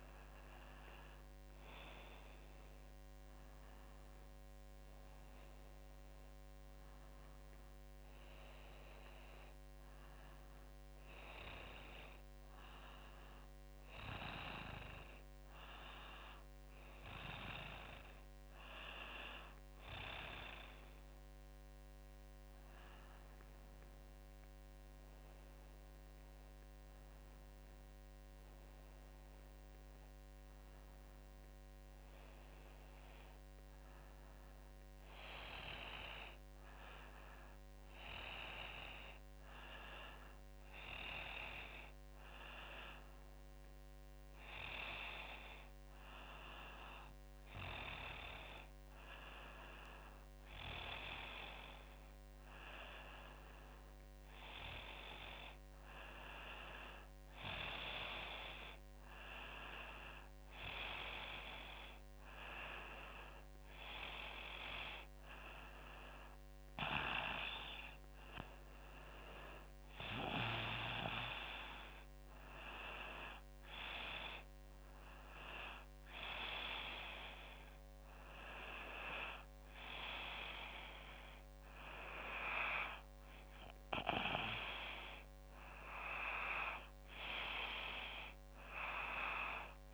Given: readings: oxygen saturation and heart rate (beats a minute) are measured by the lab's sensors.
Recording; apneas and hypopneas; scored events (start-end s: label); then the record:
breathing in sleep by a microphone on the trachea; none
none scored
From the record:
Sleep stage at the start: N2 (light sleep); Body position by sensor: on the back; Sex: female